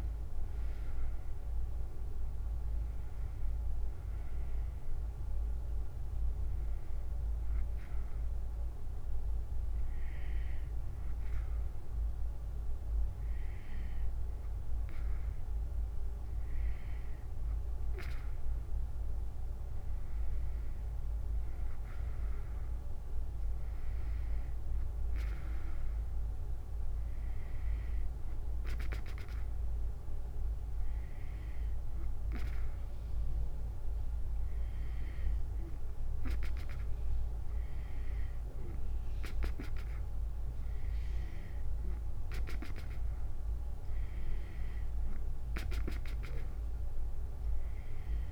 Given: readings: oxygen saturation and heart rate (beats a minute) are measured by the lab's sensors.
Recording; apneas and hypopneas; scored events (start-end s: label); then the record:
breathing in sleep, hard to hear, by a room microphone; none
0.00-8.50 s: drop in pulse transit time (device-marked, heart rate 76 extreme)
0.00-9.50 s: oxygen desaturation (device-marked, oxygen 91% lowest, heart rate 71 extreme)
From the record:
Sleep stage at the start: N2 (light sleep); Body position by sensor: on the back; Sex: female